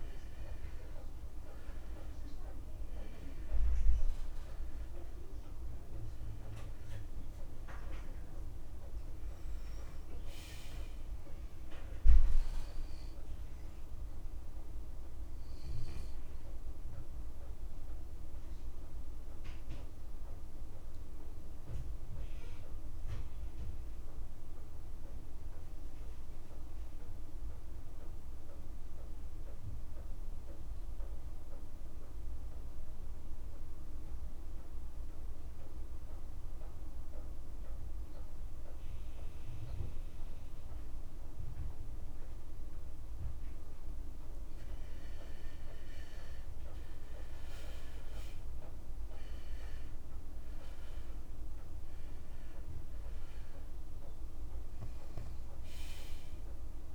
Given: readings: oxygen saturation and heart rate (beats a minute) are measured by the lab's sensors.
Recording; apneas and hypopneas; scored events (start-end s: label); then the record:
breathing in sleep, hard to hear, by a room microphone; 1
0.00-2.50 s: arousal
0.50-2.50 s: long interval between heartbeats (device-marked, heart rate 52 before, 74 extreme)
1.50-33.50 s: oxygen desaturation (device-marked, oxygen 97% before, 88% lowest, heart rate 54 before, 50 extreme)
3.00-5.00 s: long interval between heartbeats (device-marked, heart rate 55 before, 82 extreme)
17.50-44.00 s: obstructive apnea (oxygen 97% before, 87% lowest, heart rate 65 before, 50 extreme, up 14 after)
46.00-49.50 s: arousal
46.50-56.95 s: oxygen desaturation (device-marked, oxygen 97% before, 87% lowest, heart rate 52 before, 51 extreme)
49.50-51.50 s: long interval between heartbeats (device-marked, heart rate 53 before, 65 extreme)
From the record:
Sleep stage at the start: N2 (light sleep); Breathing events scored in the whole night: 305 in 3.8 hours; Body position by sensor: on the back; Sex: male